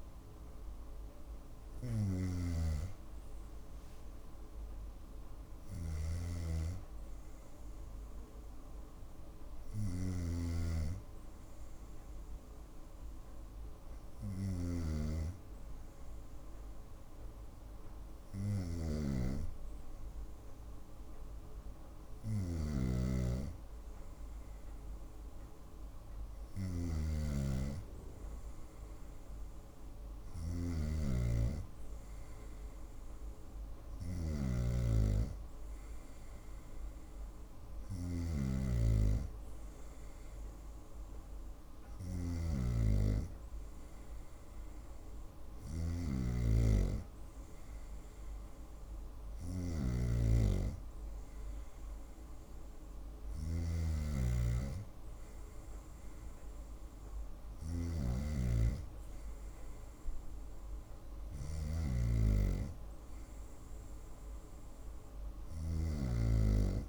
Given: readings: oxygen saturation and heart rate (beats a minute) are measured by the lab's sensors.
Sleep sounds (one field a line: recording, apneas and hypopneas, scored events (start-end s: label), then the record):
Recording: breathing in sleep by a room microphone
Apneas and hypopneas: none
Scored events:
1.50-10.00 s: snoring (device-marked)
26.00-66.89 s: snoring (device-marked)
From the record:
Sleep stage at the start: N2 (light sleep)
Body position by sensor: on the right side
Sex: female